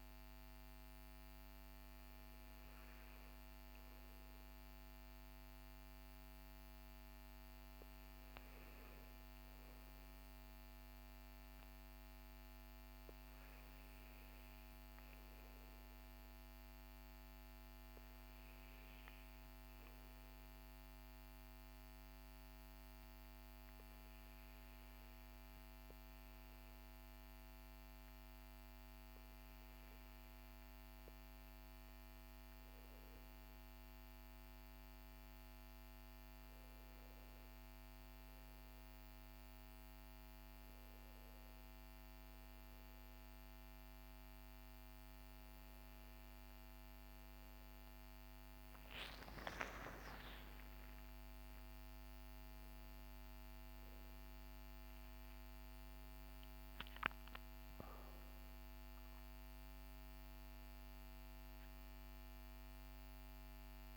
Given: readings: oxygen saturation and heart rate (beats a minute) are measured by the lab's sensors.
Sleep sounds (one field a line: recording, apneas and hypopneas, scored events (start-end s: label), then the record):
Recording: breathing in sleep, hard to hear, by a microphone on the trachea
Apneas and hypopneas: 1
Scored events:
18.50-32.50 s: obstructive apnea (oxygen 97% before, 95% lowest, heart rate 52 before, 51 extreme, up 7 after)
47.50-52.50 s: arousal
52.50-63.97 s: new sleep stage, REM sleep
From the record:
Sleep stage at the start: N2 (light sleep)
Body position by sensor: on the back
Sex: male